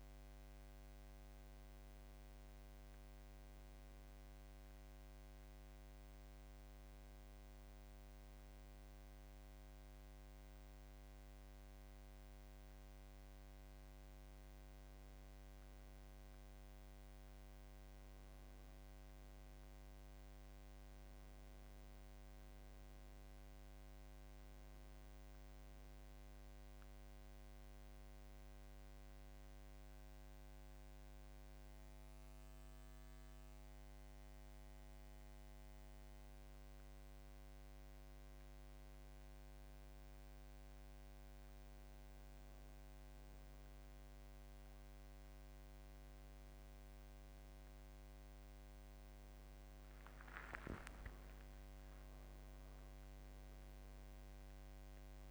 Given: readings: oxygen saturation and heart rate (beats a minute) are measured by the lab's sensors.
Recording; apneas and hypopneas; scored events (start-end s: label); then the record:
a person partly awake in a sleep study, hard to hear, by a microphone on the trachea; none
20.50-55.31 s: new sleep stage, N1 (lightest sleep)
51.00-55.00 s: arousal
From the record:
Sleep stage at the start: awake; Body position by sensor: on the back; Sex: male